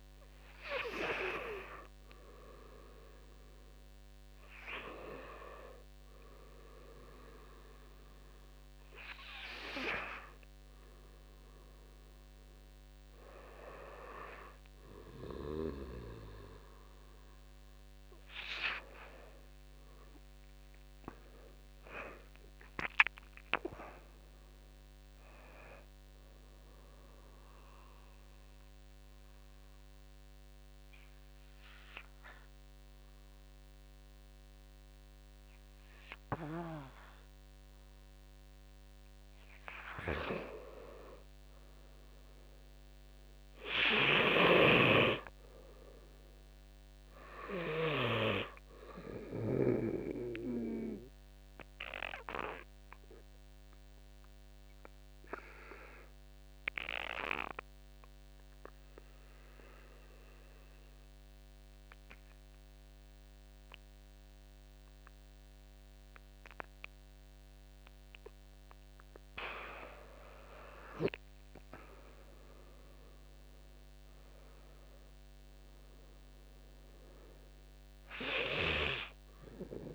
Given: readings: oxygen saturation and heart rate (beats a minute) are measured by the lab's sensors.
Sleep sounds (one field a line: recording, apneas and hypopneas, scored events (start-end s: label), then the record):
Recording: breathing in sleep by a microphone on the trachea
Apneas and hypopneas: 2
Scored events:
0.00-5.50 s: oxygen desaturation (device-marked, oxygen 91% lowest, heart rate 55 extreme)
20.50-33.50 s: drop in pulse transit time (device-marked, heart rate 60 before, 47 extreme)
21.50-25.50 s: arousal
27.50-38.00 s: obstructive apnea (oxygen 97% before, 88% lowest, heart rate 61 before, 48 extreme, up 9 after)
40.50-44.00 s: arousal
44.00-47.50 s: snoring (device-marked)
48.50-60.50 s: oxygen desaturation (device-marked, oxygen 98% before, 88% lowest, heart rate 53 before, 45 extreme)
51.50-67.50 s: obstructive apnea (oxygen 98% before, 88% lowest, heart rate 52 before, 43 extreme, up 16 after)
67.50-79.95 s: oxygen desaturation (device-marked, oxygen 97% before, 90% lowest, heart rate 54 before, 43 extreme)
68.50-72.00 s: arousal
71.50-79.95 s: drop in pulse transit time (device-marked, heart rate 55 before, 43 extreme)
From the record:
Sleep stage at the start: N2 (light sleep)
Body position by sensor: on the back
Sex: male